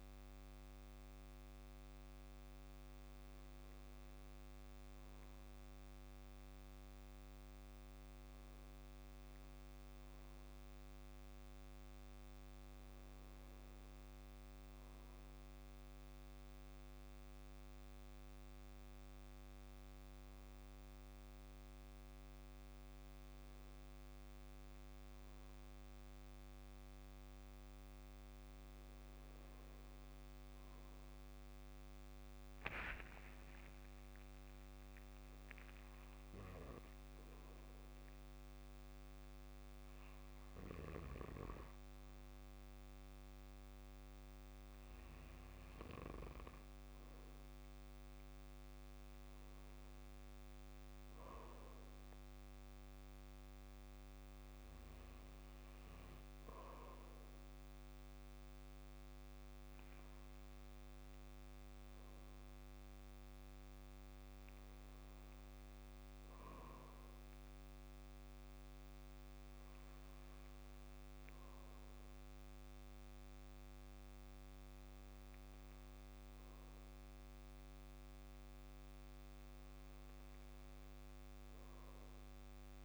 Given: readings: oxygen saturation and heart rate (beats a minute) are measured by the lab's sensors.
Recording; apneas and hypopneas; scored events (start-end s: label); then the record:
breathing in sleep, hard to hear, by a microphone on the trachea; none
65.00-79.00 s: oxygen desaturation (device-marked, oxygen 95% before, 92% lowest, heart rate 61 before, 59 extreme)
From the record:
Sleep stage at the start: N2 (light sleep); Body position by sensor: on the back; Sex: male